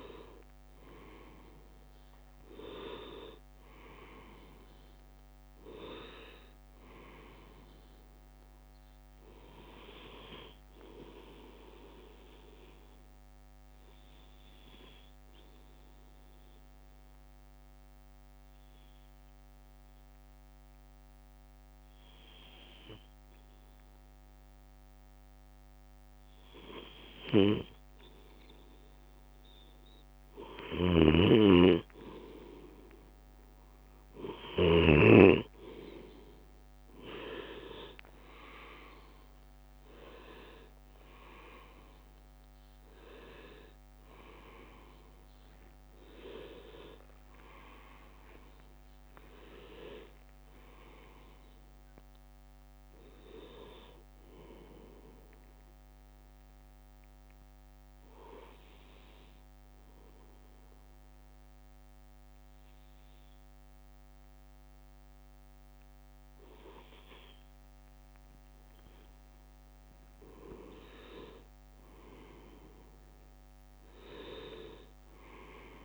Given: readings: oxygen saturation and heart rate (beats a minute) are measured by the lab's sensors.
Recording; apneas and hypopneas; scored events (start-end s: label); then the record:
breathing in sleep by a microphone on the trachea; 2
0.00-1.50 s: arousal
0.50-13.50 s: drop in pulse transit time (device-marked, heart rate 56 before, 55 extreme)
10.50-30.00 s: obstructive apnea (oxygen 98% before, 95% lowest, heart rate 59 before, 53 extreme, up 9 after)
31.50-35.50 s: arousal
36.50-60.50 s: drop in pulse transit time (device-marked, heart rate 55 before, 56 extreme)
46.50-49.50 s: leg movement (device-marked)
56.00-69.50 s: obstructive apnea (oxygen 97% before, 95% lowest, heart rate 65 before, 56 extreme, up 8 after)
71.00-75.85 s: arousal
From the record:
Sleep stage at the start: N2 (light sleep); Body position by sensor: on the left side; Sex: male